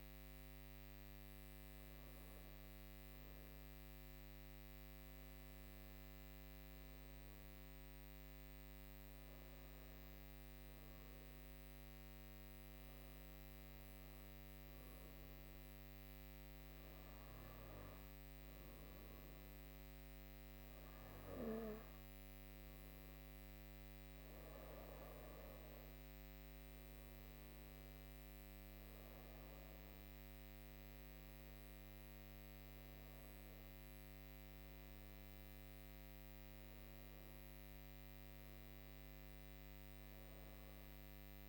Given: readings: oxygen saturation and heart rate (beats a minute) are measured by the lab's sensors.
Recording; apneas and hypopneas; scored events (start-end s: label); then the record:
breathing in sleep, hard to hear, by a microphone on the trachea; none
none scored
From the record:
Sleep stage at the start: N2 (light sleep); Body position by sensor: on the right side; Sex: female